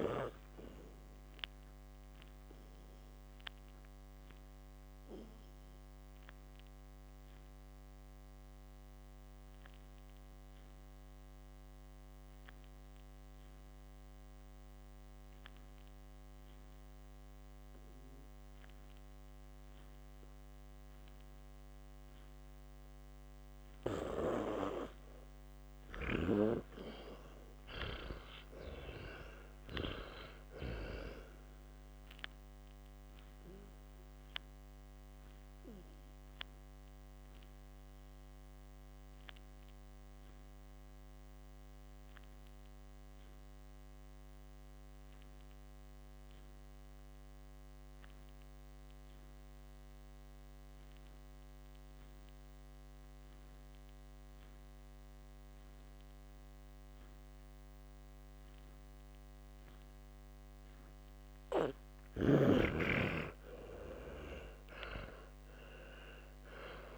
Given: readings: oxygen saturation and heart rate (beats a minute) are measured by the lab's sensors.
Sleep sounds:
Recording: breathing in sleep by a microphone on the trachea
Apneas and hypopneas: 2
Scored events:
5.50-22.00 s: obstructive apnea (oxygen 97% before, 90% lowest, heart rate 68 before, 56 extreme, up 43 after)
6.00-28.00 s: oxygen desaturation (device-marked, oxygen 97% before, 90% lowest, heart rate 68 before, 57 extreme)
27.00-30.00 s: arousal
34.50-60.00 s: obstructive apnea (oxygen 97% before, 90% lowest, heart rate 72 before, 54 extreme)
36.00-45.00 s: oxygen desaturation (device-marked, oxygen 96% before, 92% lowest, heart rate 73 before, 54 extreme)
53.00-58.00 s: oxygen desaturation (device-marked, oxygen 94% before, 91% lowest, heart rate 62 before, 54 extreme)
63.00-66.98 s: arousal
From the record:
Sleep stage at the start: N2 (light sleep)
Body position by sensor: on the back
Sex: male

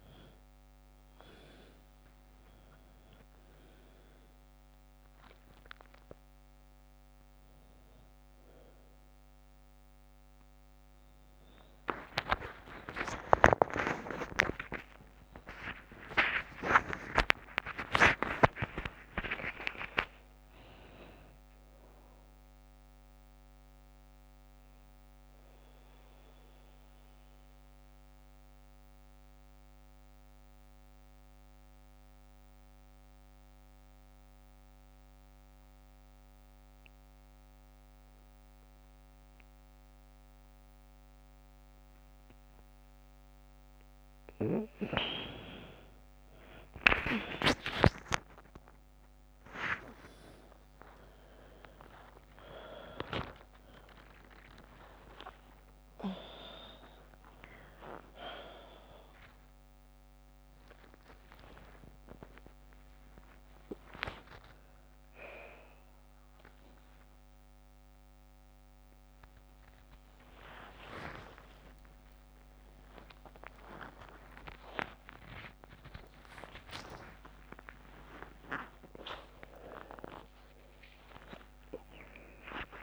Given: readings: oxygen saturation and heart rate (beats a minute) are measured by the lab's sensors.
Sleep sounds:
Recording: a person partly awake in a sleep study, by a microphone on the trachea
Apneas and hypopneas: 1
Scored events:
0.00-25.50 s: oxygen desaturation (device-marked, oxygen 90% lowest, heart rate 48 extreme)
20.50-24.00 s: arousal
26.00-44.00 s: mixed apnea (oxygen 99% before, 90% lowest, heart rate 60 before, 48 extreme, up 48 after)
41.50-82.83 s: new sleep stage, awake
43.50-57.50 s: oxygen desaturation (device-marked, oxygen 99% before, 93% lowest, heart rate 54 before, 61 extreme)
49.50-59.50 s: tachycardia (device-marked, heart rate 55 before, 163 extreme)
52.00-54.00 s: long interval between heartbeats (device-marked, heart rate 56 before, 98 extreme)
56.00-58.00 s: long interval between heartbeats (device-marked, heart rate 70 before, 159 extreme)
62.50-71.50 s: oxygen desaturation (device-marked, oxygen 95% before, 90% lowest, heart rate 97 before, 59 extreme)
66.50-79.50 s: tachycardia (device-marked, heart rate 57 before, 129 extreme)
69.50-71.50 s: long interval between heartbeats (device-marked, heart rate 103 before, 104 extreme)
71.50-73.50 s: long interval between heartbeats (device-marked, heart rate 106 before, 123 extreme)
76.50-78.50 s: long interval between heartbeats (device-marked, heart rate 104 before, 111 extreme)
79.00-81.00 s: long interval between heartbeats (device-marked, heart rate 100 before, 117 extreme)
From the record:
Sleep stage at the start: N2 (light sleep)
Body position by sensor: on the back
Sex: female

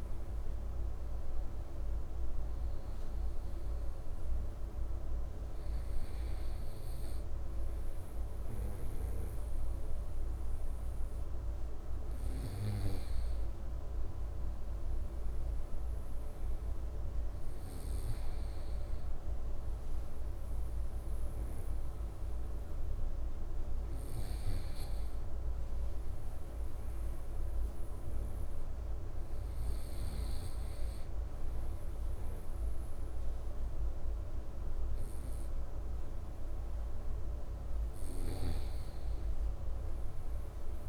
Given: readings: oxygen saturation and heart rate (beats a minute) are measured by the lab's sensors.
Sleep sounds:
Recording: breathing in sleep, hard to hear, by a room microphone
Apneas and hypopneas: none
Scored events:
38.00-40.89 s: snoring (device-marked)
From the record:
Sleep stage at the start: N2 (light sleep)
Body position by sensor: on the right side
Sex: male

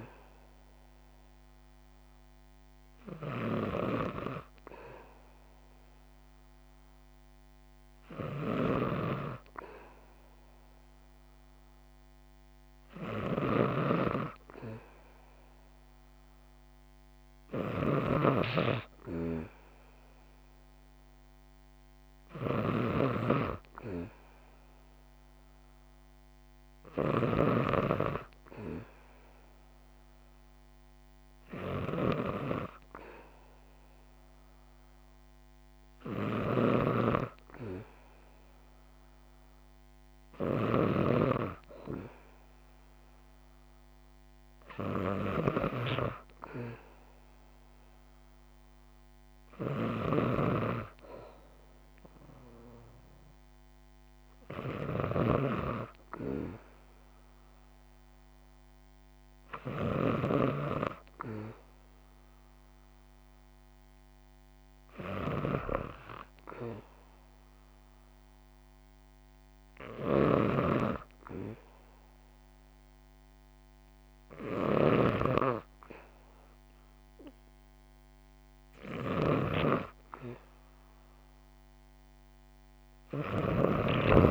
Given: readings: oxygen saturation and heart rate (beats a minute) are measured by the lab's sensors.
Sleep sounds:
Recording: breathing in sleep by a microphone on the trachea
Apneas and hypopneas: 1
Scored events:
0.00-83.00 s: snoring (device-marked)
65.50-76.50 s: hypopnea (oxygen 96% before, 92% lowest, heart rate 63 before, 63 extreme, up 0 after)
From the record:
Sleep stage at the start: N2 (light sleep)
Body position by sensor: on the back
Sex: female

